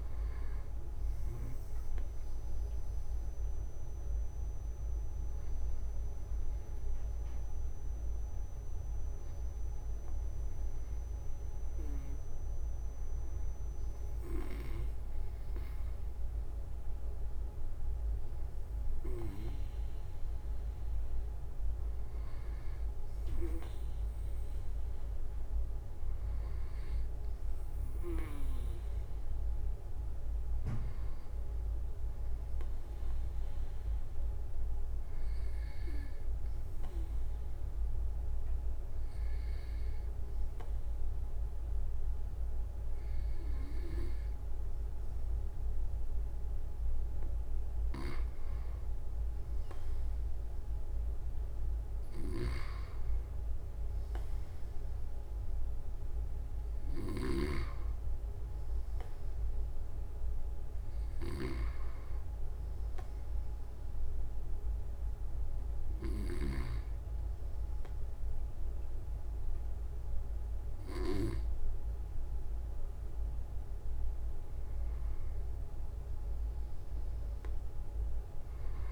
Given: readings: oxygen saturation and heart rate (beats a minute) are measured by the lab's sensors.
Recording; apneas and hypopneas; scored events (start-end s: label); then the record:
breathing in sleep by a room microphone; 1
3.00-5.00 s: long interval between heartbeats (device-marked)
7.00-78.92 s: new sleep stage, N2 (light sleep)
12.50-14.50 s: long interval between heartbeats (device-marked)
47.50-49.50 s: long interval between heartbeats (device-marked)
52.00-66.50 s: snoring (device-marked)
53.00-55.00 s: long interval between heartbeats (device-marked)
56.50-58.50 s: long interval between heartbeats (device-marked)
59.50-61.50 s: long interval between heartbeats (device-marked, heart rate 32 before, 28 extreme)
61.00-74.50 s: obstructive apnea (oxygen 95% before, 93% lowest)
64.50-66.50 s: long interval between heartbeats (device-marked)
76.50-78.92 s: arousal
77.50-78.92 s: long interval between heartbeats (device-marked)
From the record:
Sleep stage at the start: N1 (lightest sleep); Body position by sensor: on the right side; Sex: male